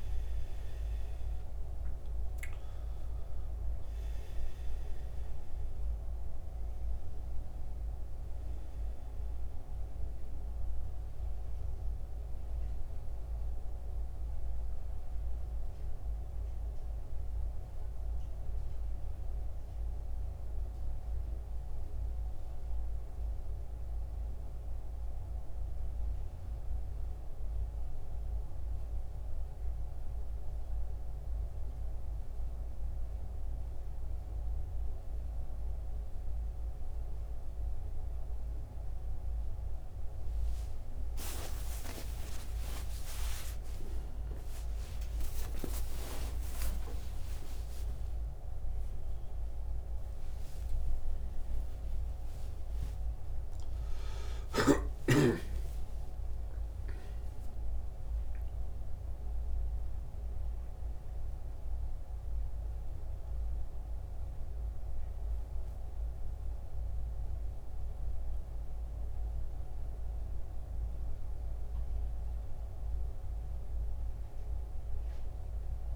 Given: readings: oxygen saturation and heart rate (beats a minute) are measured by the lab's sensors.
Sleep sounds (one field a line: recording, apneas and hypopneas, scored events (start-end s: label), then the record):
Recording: a person partly awake in a sleep study, by a room microphone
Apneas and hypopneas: none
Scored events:
0.00-1.00 s: arousal
0.00-41.50 s: oxygen desaturation (device-marked, oxygen 84% lowest, heart rate 72 extreme)
28.50-58.50 s: new sleep stage, awake
58.50-75.96 s: new sleep stage, N1 (lightest sleep)
From the record:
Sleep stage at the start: N1 (lightest sleep)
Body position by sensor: on the back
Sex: male